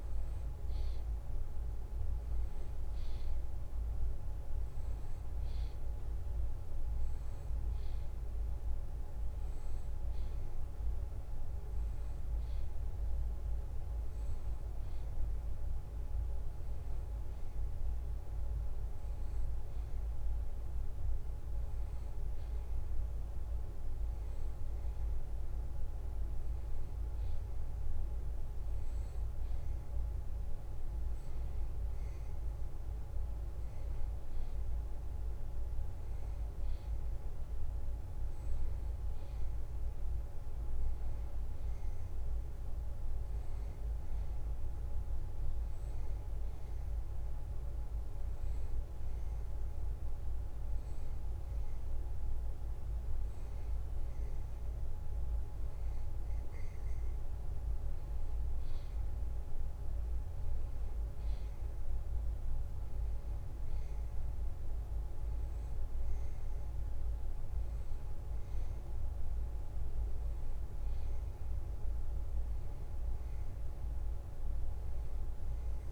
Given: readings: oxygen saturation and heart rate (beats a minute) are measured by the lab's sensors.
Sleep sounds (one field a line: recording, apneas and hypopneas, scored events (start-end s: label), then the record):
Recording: breathing in sleep, hard to hear, by a room microphone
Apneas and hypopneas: none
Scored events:
none scored
From the record:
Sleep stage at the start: N2 (light sleep)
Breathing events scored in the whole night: 252 in 4.2 hours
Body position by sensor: on the back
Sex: male